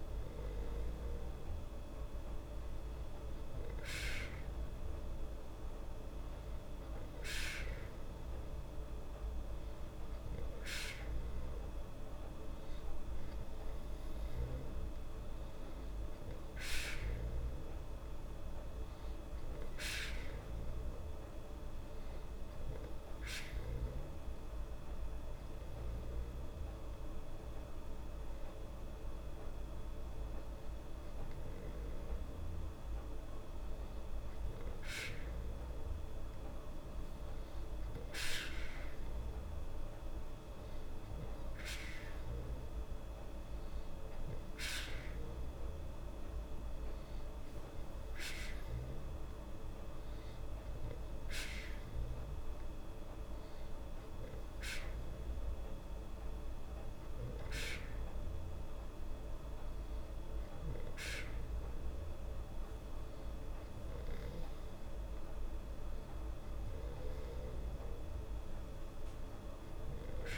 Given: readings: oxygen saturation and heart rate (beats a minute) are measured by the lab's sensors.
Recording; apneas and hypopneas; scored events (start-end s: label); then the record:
breathing in sleep by a room microphone; none
none scored
From the record:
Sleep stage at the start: N2 (light sleep); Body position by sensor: on the back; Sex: female